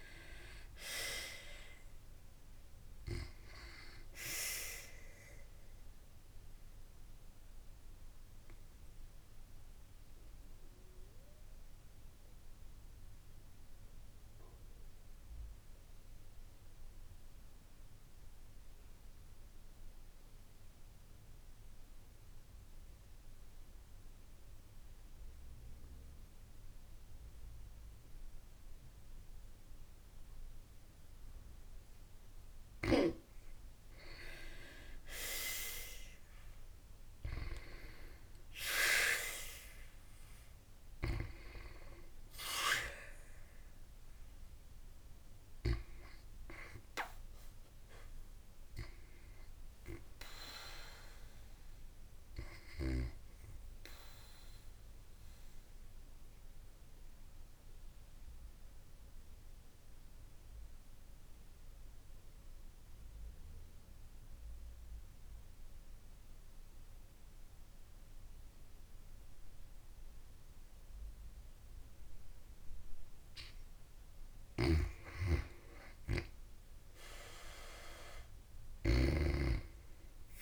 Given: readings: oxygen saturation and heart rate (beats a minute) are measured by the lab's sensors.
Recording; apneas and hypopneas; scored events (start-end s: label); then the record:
breathing in sleep by a room microphone; 2
0.00-1.50 s: arousal
0.00-29.50 s: oxygen desaturation (device-marked, oxygen 86% lowest, heart rate 52 extreme)
6.50-31.50 s: obstructive apnea (oxygen 95% before, 86% lowest, heart rate 56 before, 52 extreme, up 6 after)
35.00-39.00 s: arousal
37.50-43.50 s: oxygen desaturation (device-marked, oxygen 95% before, 91% lowest, heart rate 54 before, 53 extreme)
54.00-73.00 s: obstructive apnea (oxygen 96% before, 88% lowest, heart rate 61 before, 52 extreme, up 20 after)
75.00-77.50 s: arousal
76.50-80.42 s: oxygen desaturation (device-marked, oxygen 96% before, 88% lowest, heart rate 54 before, 53 extreme)
From the record:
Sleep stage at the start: N2 (light sleep); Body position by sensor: on the back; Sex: female